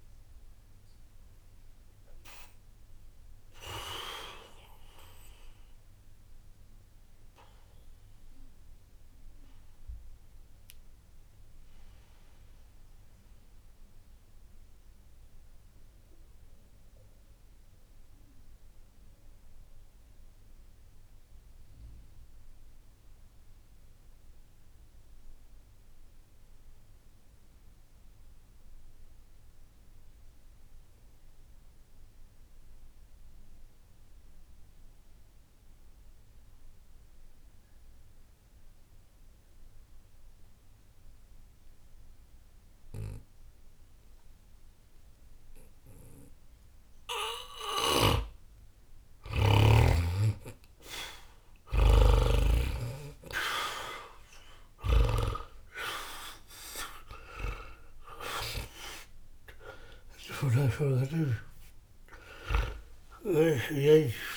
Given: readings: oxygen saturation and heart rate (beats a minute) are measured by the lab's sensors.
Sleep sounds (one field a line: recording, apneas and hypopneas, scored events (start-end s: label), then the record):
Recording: breathing in sleep by a room microphone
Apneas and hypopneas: 1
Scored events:
0.00-25.00 s: oxygen desaturation (device-marked, oxygen 76% lowest, heart rate 59 extreme)
1.50-49.00 s: obstructive apnea (oxygen 98% before, 76% lowest, heart rate 121 before, 59 extreme, up 0 after)
43.00-62.00 s: oxygen desaturation (device-marked, oxygen 99% before, 89% lowest, heart rate 60 before, 60 extreme)
48.00-52.00 s: snoring (device-marked)
52.50-56.50 s: arousal
60.00-63.50 s: snoring (device-marked)
From the record:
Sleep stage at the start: N2 (light sleep)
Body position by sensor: on the back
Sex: male